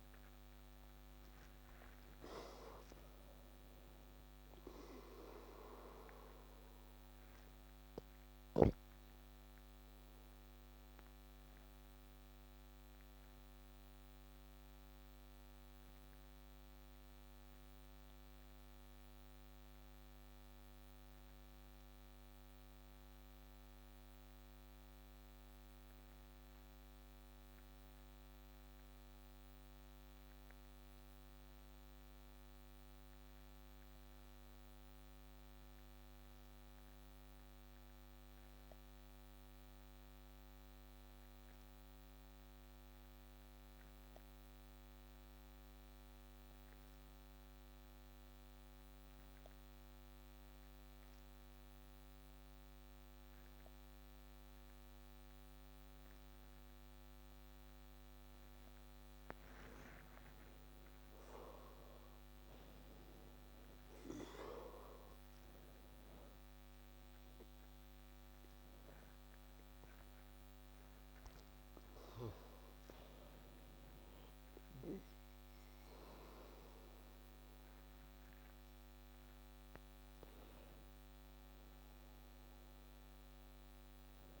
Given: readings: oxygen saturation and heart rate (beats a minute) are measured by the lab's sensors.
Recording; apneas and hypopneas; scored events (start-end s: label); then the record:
breathing in sleep by a microphone on the trachea; 1
0.00-28.50 s: oxygen desaturation (device-marked, oxygen 83% lowest, heart rate 26 extreme)
7.00-59.00 s: obstructive apnea (oxygen 95% before, 83% lowest)
53.50-84.40 s: oxygen desaturation (device-marked, oxygen 97% before, 88% lowest)
60.50-64.50 s: arousal
From the record:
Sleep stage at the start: N2 (light sleep); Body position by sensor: on the back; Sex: male